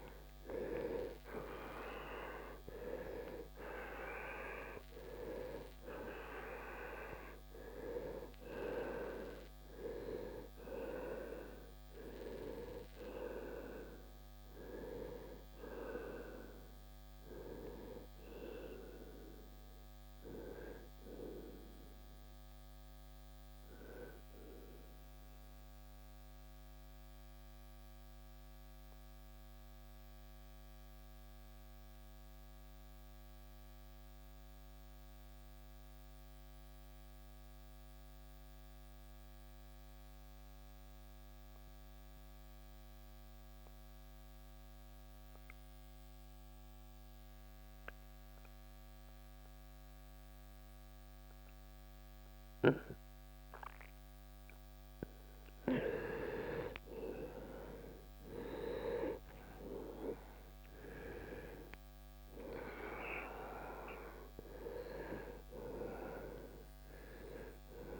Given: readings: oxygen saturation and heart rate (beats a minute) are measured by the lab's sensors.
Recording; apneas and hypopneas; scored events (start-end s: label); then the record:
breathing in sleep by a microphone on the trachea; 1
0.50-37.50 s: oxygen desaturation (device-marked, oxygen 95% before, 82% lowest, heart rate 58 before, 58 extreme)
25.50-55.50 s: mixed apnea (oxygen 94% before, 82% lowest, heart rate 84 before, 58 extreme, up 25 after)
57.00-62.00 s: arousal
58.50-68.00 s: oxygen desaturation (device-marked, oxygen 98% before, 86% lowest, heart rate 67 before, 58 extreme)
From the record:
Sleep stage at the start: N2 (light sleep); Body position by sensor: on the right side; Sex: male